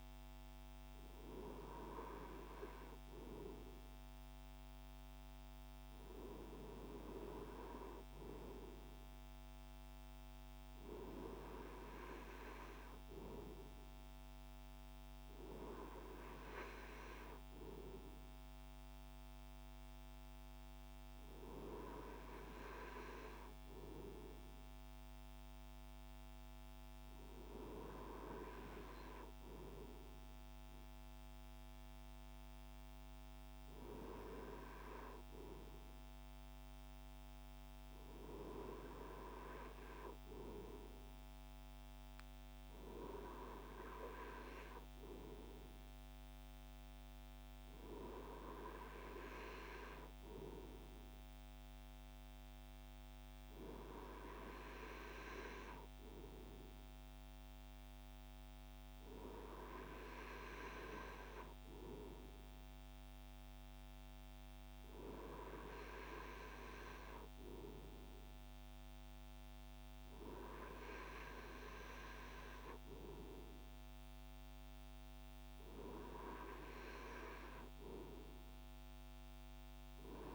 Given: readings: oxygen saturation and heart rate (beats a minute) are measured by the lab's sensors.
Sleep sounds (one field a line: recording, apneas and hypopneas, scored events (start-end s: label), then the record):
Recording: breathing in sleep by a microphone on the trachea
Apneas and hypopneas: none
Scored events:
none scored
From the record:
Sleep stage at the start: N2 (light sleep)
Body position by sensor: on the right side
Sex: male